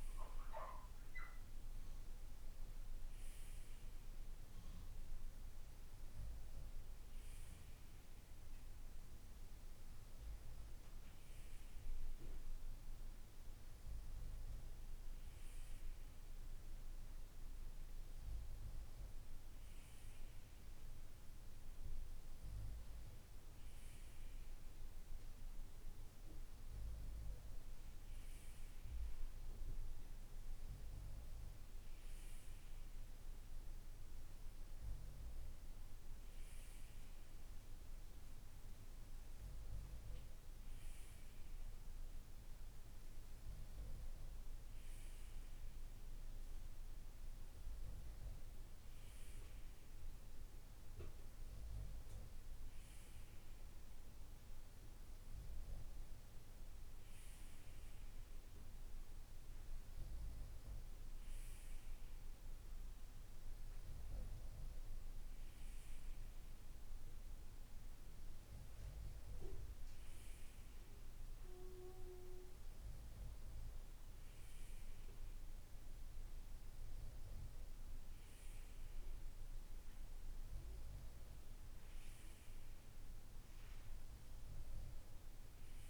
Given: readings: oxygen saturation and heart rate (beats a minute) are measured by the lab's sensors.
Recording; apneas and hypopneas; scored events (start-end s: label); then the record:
breathing in sleep, hard to hear, by a room microphone; none
none scored
From the record:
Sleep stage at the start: N2 (light sleep); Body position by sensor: on the right side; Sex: male